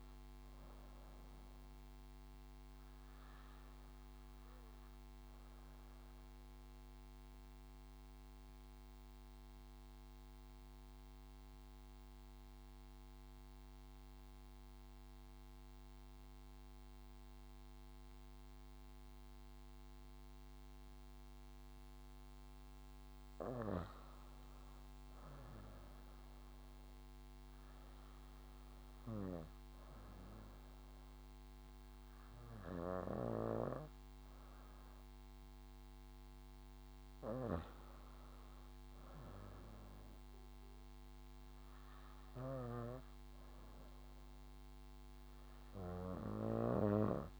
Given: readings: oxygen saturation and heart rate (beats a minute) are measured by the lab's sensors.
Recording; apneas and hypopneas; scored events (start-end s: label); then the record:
breathing in sleep by a microphone on the trachea; 1
0.00-4.00 s: arousal
5.50-22.50 s: obstructive apnea (oxygen 98% before, 91% lowest, heart rate 66 before, 57 extreme, up 10 after)
24.00-27.50 s: arousal
28.00-46.00 s: oxygen desaturation (device-marked, oxygen 97% before, 91% lowest, heart rate 63 before, 61 extreme)
33.00-47.00 s: snoring (device-marked)
From the record:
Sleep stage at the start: N2 (light sleep); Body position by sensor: on the back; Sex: female